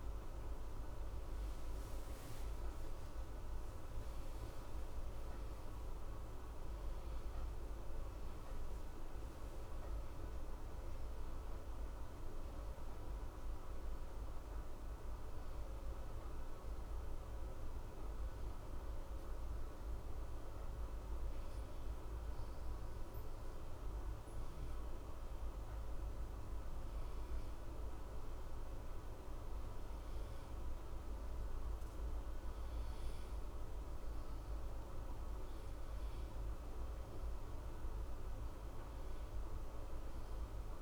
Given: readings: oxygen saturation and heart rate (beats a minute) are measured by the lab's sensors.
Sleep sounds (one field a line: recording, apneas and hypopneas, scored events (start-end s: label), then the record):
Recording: breathing in sleep, hard to hear, by a room microphone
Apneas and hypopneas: 1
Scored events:
6.00-11.50 s: arousal
18.50-32.00 s: hypopnea (oxygen 94% before, 92% lowest, heart rate 57 before, 26 extreme, up 0 after)
19.50-40.82 s: new sleep stage, N1 (lightest sleep)
35.00-40.00 s: arousal
From the record:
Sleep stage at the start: N2 (light sleep)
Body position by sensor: on the left side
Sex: male